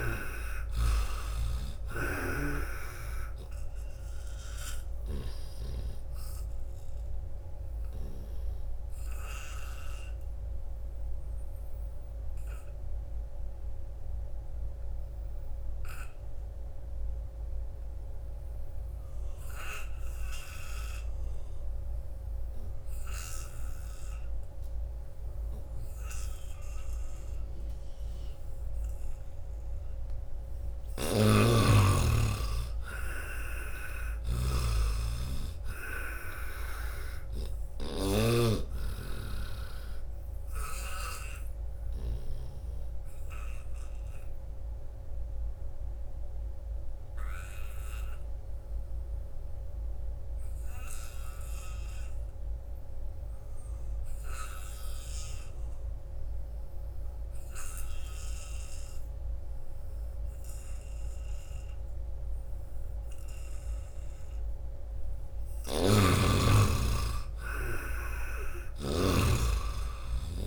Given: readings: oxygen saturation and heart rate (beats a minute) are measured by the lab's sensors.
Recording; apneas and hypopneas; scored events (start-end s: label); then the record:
breathing in sleep by a room microphone; 2
0.00-1.00 s: arousal
0.00-21.00 s: oxygen desaturation (device-marked, oxygen 74% lowest, heart rate 76 extreme)
1.00-8.50 s: snoring (device-marked)
4.00-28.50 s: obstructive apnea (oxygen 97% before, 74% lowest, heart rate 79 before, 80 extreme, up 9 after)
23.00-55.00 s: oxygen desaturation (device-marked, oxygen 97% before, 77% lowest, heart rate 86 before, 81 extreme)
30.50-34.00 s: arousal
30.50-42.50 s: snoring (device-marked)
40.50-63.50 s: obstructive apnea (oxygen 97% before, 76% lowest, heart rate 84 before, 81 extreme, up 4 after)
57.00-70.47 s: oxygen desaturation (device-marked, oxygen 97% before, 79% lowest, heart rate 87 before, 77 extreme)
65.50-70.47 s: snoring (device-marked)
66.00-69.50 s: arousal
From the record:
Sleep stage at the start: N2 (light sleep); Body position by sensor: on the back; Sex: male